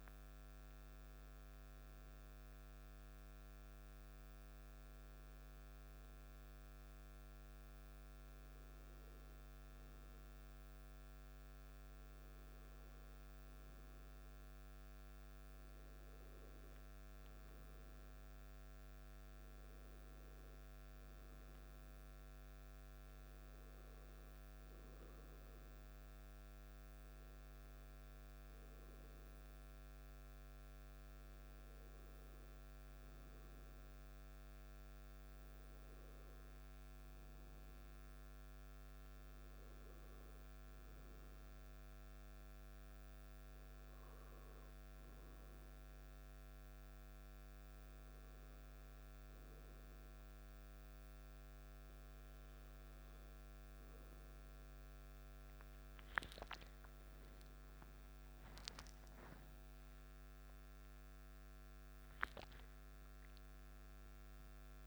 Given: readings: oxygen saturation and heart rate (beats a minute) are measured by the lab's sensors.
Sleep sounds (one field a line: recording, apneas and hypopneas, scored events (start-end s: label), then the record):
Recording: breathing in sleep, hard to hear, by a microphone on the trachea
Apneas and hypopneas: 1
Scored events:
16.50-35.50 s: oxygen desaturation (device-marked, oxygen 97% before, 94% lowest, heart rate 54 before, 51 extreme)
34.50-38.00 s: arousal
40.50-54.00 s: hypopnea (oxygen 97% before, 95% lowest, heart rate 56 before, 54 extreme, up 2 after)
56.00-60.50 s: arousal
From the record:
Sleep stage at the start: N2 (light sleep)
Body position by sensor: on the back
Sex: male